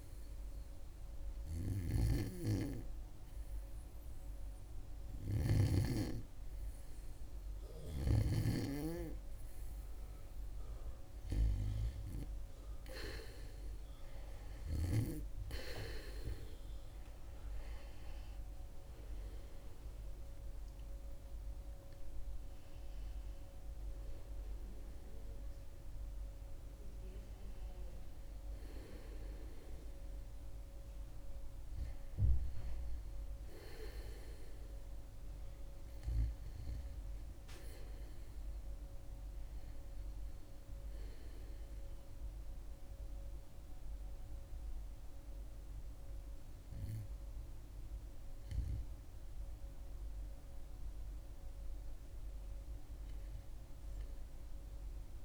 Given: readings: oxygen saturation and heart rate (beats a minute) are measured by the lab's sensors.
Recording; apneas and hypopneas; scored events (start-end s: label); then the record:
breathing in sleep by a room microphone; none
0.00-2.00 s: arousal
22.50-27.00 s: arousal
From the record:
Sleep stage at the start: REM sleep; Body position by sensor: on the back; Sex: female